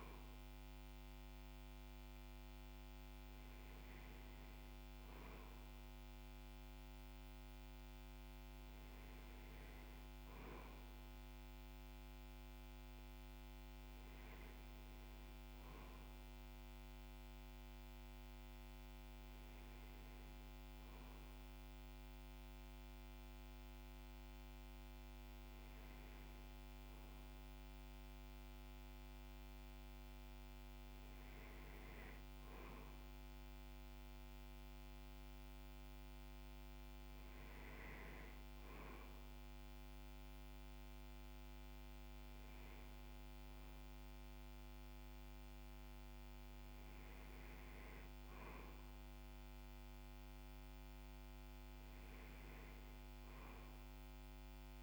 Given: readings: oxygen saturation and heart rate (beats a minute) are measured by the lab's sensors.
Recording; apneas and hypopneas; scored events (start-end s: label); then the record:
breathing in sleep, hard to hear, by a microphone on the trachea; none
none scored
From the record:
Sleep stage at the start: N2 (light sleep); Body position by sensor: on the back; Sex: male